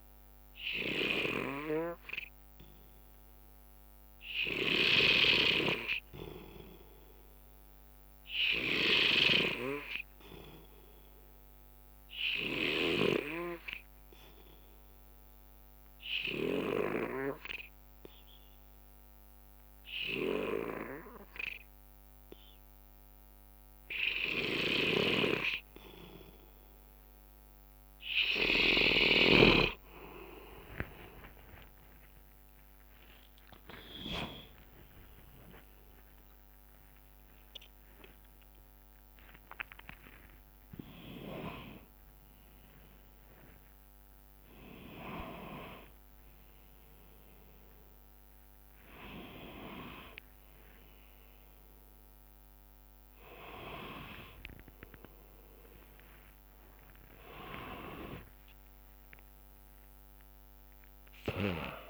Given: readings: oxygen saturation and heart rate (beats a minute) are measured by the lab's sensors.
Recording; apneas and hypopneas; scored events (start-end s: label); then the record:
a person awake in a sleep study, by a microphone on the trachea; 1
16.00-26.50 s: obstructive apnea (oxygen 93% before, 92% lowest, heart rate 71 before, 69 extreme, up 10 after)
18.00-61.90 s: new sleep stage, awake
25.00-29.50 s: snoring (device-marked)
30.00-42.00 s: drop in pulse transit time (device-marked, heart rate 71 before, 73 extreme)
56.00-61.90 s: drop in pulse transit time (device-marked, heart rate 86 before, 86 extreme)
From the record:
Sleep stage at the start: N3 (deep sleep); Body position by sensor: on the right side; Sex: male